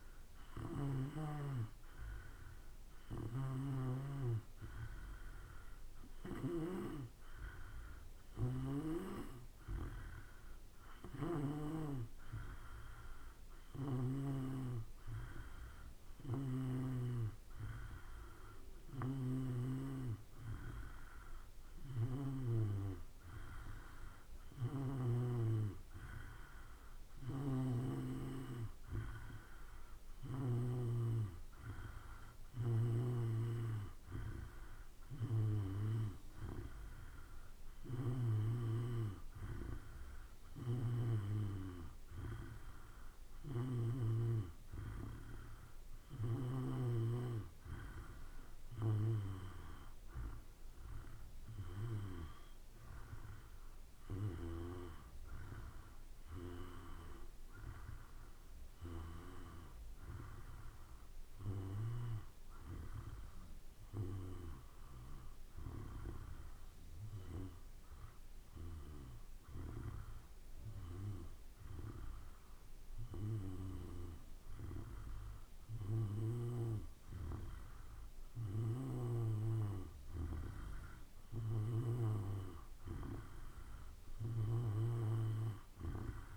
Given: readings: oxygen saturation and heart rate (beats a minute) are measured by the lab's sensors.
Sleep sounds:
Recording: breathing in sleep by a room microphone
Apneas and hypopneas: 1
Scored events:
0.00-7.00 s: oxygen desaturation (device-marked, oxygen 91% lowest, heart rate 55 extreme)
13.50-20.00 s: snoring (device-marked)
24.50-31.00 s: snoring (device-marked)
33.00-38.50 s: snoring (device-marked)
40.50-44.00 s: snoring (device-marked)
57.50-62.00 s: arousal
64.50-80.00 s: hypopnea (oxygen 94% before, 91% lowest, heart rate 55 before, 54 extreme, up 3 after)
81.00-85.50 s: arousal
83.00-86.37 s: oxygen desaturation (device-marked, oxygen 94% before, 91% lowest, heart rate 54 before, 55 extreme)
From the record:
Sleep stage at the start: N2 (light sleep)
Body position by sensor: on the back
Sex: male

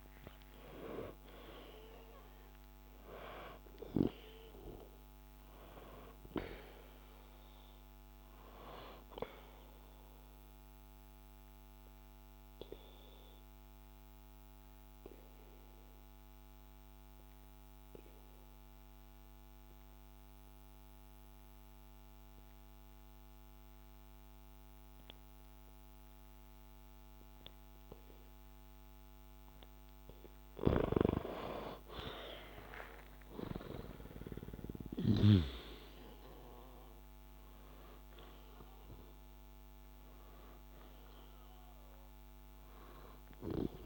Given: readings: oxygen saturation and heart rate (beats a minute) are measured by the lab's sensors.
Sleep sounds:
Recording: breathing in sleep by a microphone on the trachea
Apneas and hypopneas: 1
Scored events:
0.00-1.00 s: arousal
3.00-24.00 s: oxygen desaturation (device-marked, oxygen 97% before, 90% lowest, heart rate 60 before, 59 extreme)
9.50-29.00 s: obstructive apnea (oxygen 97% before, 90% lowest, heart rate 61 before, 59 extreme, up 1 after)
31.50-36.50 s: arousal
37.00-43.86 s: oxygen desaturation (device-marked, oxygen 98% before, 92% lowest, heart rate 62 before, 59 extreme)
From the record:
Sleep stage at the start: N2 (light sleep)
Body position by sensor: on the back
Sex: male

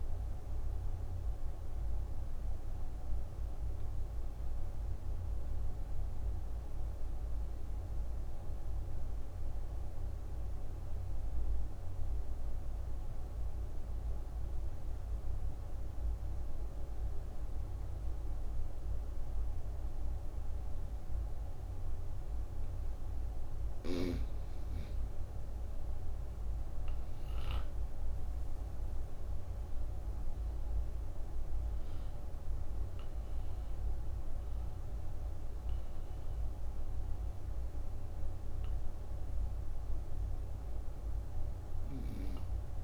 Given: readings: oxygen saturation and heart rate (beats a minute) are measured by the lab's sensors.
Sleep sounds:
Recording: breathing in sleep, hard to hear, by a room microphone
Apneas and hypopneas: 1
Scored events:
0.00-8.00 s: oxygen desaturation (device-marked, oxygen 85% lowest, heart rate 27 extreme)
1.00-23.00 s: obstructive apnea (oxygen 97% before, 85% lowest, heart rate 52 before, 33 extreme)
24.00-28.00 s: arousal
26.00-42.84 s: oxygen desaturation (device-marked, oxygen 97% before, 86% lowest, heart rate 72 before, 60 extreme)
From the record:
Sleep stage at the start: N2 (light sleep)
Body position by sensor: on the right side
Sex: female

